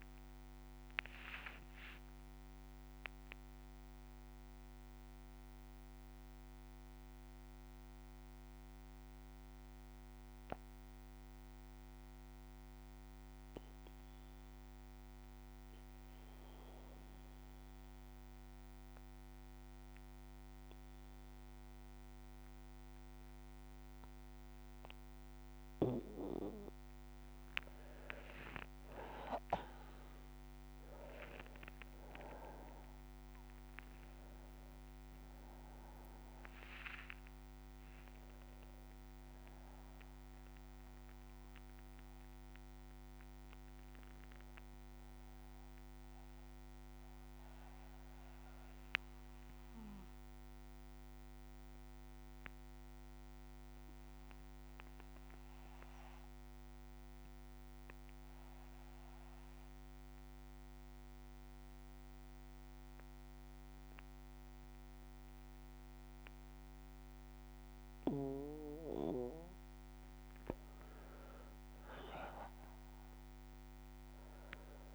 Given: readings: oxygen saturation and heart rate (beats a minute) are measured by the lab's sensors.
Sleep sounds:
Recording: breathing in sleep by a microphone on the trachea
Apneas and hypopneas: 2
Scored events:
4.50-27.00 s: hypopnea (oxygen 99% before, 94% lowest, heart rate 90 before, 58 extreme, up 5 after)
10.50-21.50 s: bradycardia (device-marked, heart rate 61 before, 59 extreme)
21.50-74.95 s: new sleep stage, N2 (light sleep)
23.50-54.50 s: oxygen desaturation (device-marked, oxygen 99% before, 94% lowest, heart rate 61 before, 58 extreme)
29.50-35.00 s: arousal
43.50-62.50 s: bradycardia (device-marked, heart rate 62 before, 58 extreme)
52.50-69.00 s: obstructive apnea (oxygen 98% before, 92% lowest, heart rate 62 before, 56 extreme, up 2 after)
71.50-74.95 s: arousal
72.50-74.95 s: oxygen desaturation (device-marked, oxygen 99% before, 95% lowest, heart rate 59 before, 56 extreme)
From the record:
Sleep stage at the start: N1 (lightest sleep)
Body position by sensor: on the back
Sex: male

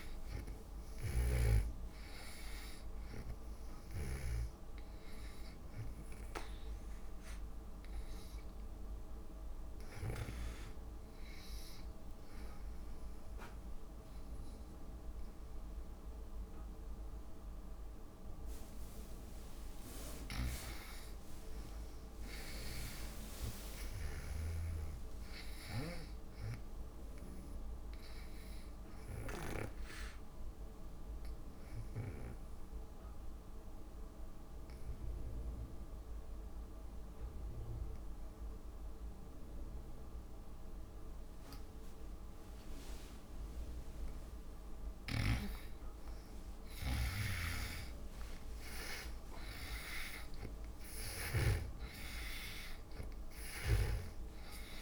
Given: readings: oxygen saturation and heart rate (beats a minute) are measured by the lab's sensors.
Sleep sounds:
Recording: breathing in sleep by a room microphone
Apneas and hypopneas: 2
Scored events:
0.00-15.50 s: oxygen desaturation (device-marked, oxygen 83% lowest)
12.00-22.00 s: obstructive apnea (oxygen 99% before, 89% lowest)
23.00-27.00 s: arousal
24.50-30.00 s: snoring (device-marked)
27.50-38.50 s: oxygen desaturation (device-marked, oxygen 99% before, 92% lowest)
30.50-44.00 s: obstructive apnea (oxygen 99% before, 82% lowest)
45.50-52.00 s: snoring (device-marked)
45.50-54.82 s: oxygen desaturation (device-marked, oxygen 96% before, 89% lowest)
46.50-50.00 s: arousal
From the record:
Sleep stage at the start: N2 (light sleep)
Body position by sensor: on the back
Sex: female

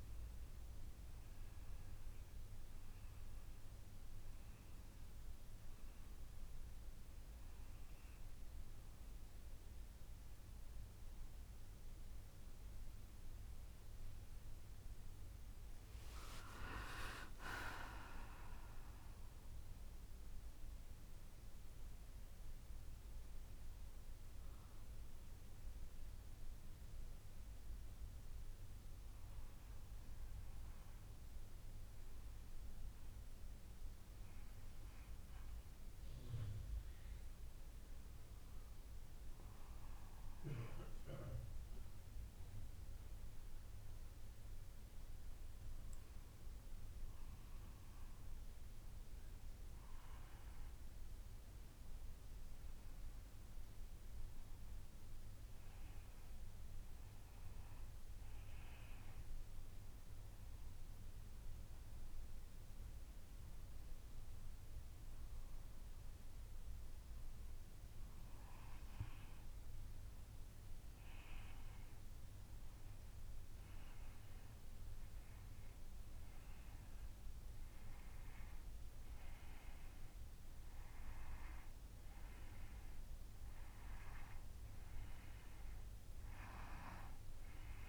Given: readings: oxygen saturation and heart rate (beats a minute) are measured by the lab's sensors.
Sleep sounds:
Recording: breathing in sleep by a room microphone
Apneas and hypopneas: 1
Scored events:
16.00-21.00 s: arousal
44.00-55.00 s: hypopnea (oxygen 100% before, 96% lowest, heart rate 55 before, 55 extreme, up 4 after)
56.00-59.50 s: arousal
From the record:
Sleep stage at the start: N2 (light sleep)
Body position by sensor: on the back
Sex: female

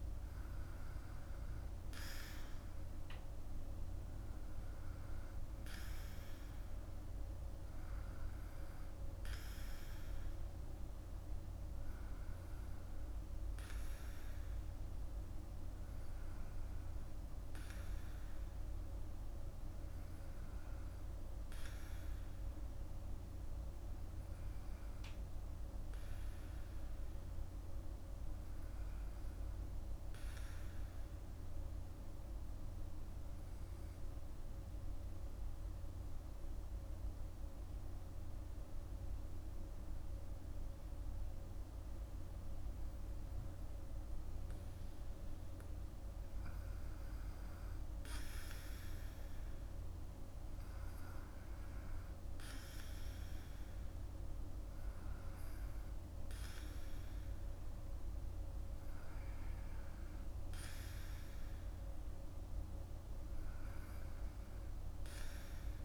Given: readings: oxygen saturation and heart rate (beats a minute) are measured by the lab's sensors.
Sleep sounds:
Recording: breathing in sleep, hard to hear, by a room microphone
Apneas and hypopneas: 1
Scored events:
0.00-21.50 s: oxygen desaturation (device-marked, oxygen 93% lowest, heart rate 51 extreme)
33.50-45.00 s: obstructive apnea (oxygen 98% before, 94% lowest, heart rate 55 before, 53 extreme, up 6 after)
46.00-50.50 s: arousal
55.50-65.85 s: oxygen desaturation (device-marked, oxygen 97% before, 94% lowest, heart rate 58 before, 54 extreme)
56.50-65.85 s: new sleep stage, REM sleep
From the record:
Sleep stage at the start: N2 (light sleep)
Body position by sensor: on the back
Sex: male

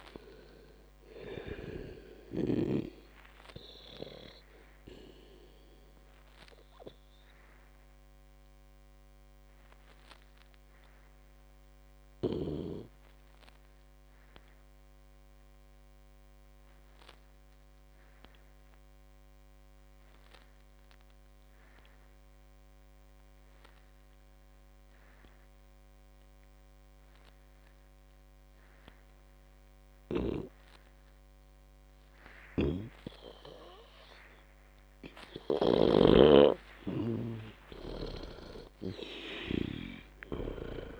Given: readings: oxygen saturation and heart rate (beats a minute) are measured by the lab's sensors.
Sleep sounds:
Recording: breathing in sleep by a microphone on the trachea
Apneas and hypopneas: 1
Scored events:
0.00-3.50 s: snoring (device-marked)
0.00-20.50 s: oxygen desaturation (device-marked, oxygen 90% lowest, heart rate 54 extreme)
4.50-34.50 s: obstructive apnea (oxygen 98% before, 90% lowest, heart rate 82 before, 54 extreme, up 53 after)
33.00-36.50 s: snoring (device-marked)
36.00-40.00 s: arousal
37.50-41.00 s: oxygen desaturation (device-marked, oxygen 98% before, 92% lowest, heart rate 75 before, 58 extreme)
From the record:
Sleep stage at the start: N2 (light sleep)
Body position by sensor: on the back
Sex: female

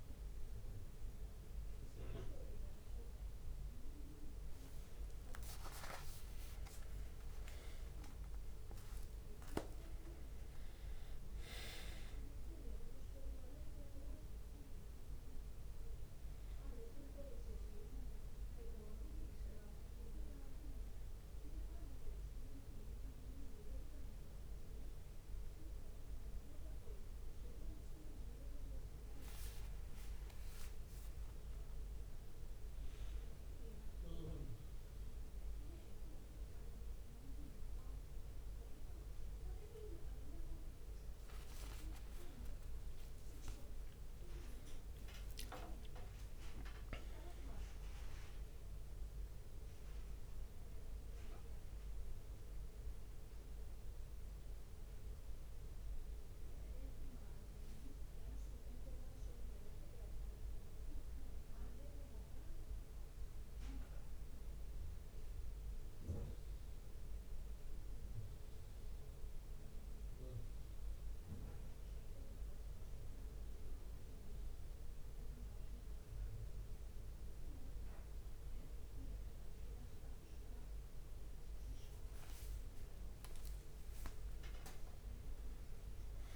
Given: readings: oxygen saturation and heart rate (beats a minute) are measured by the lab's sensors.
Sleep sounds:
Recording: breathing in sleep by a room microphone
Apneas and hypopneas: none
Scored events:
1.50-7.50 s: leg movement (device-marked)
6.00-8.00 s: long interval between heartbeats (device-marked, heart rate 65 before, 73 extreme)
6.50-10.50 s: arousal
9.50-15.50 s: leg movement (device-marked)
17.00-22.50 s: leg movement (device-marked)
24.50-30.00 s: leg movement (device-marked)
32.00-39.00 s: leg movement (device-marked)
42.00-46.00 s: arousal
45.00-52.50 s: leg movement (device-marked)
83.00-86.36 s: drop in pulse transit time (device-marked, heart rate 65 before, 66 extreme)
From the record:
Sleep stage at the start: N1 (lightest sleep)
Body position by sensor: on the back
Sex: male

